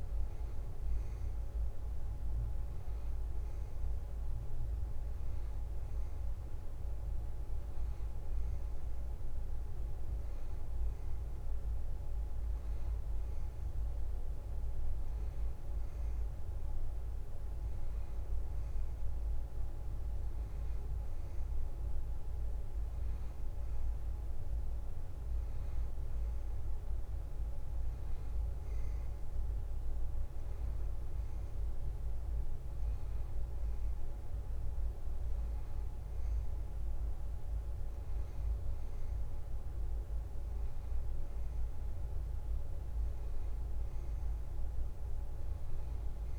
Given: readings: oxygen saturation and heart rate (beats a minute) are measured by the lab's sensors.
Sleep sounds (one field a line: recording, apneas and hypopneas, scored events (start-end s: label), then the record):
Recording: breathing in sleep, hard to hear, by a room microphone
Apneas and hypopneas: none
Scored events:
none scored
From the record:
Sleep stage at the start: N2 (light sleep)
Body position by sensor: on the back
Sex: male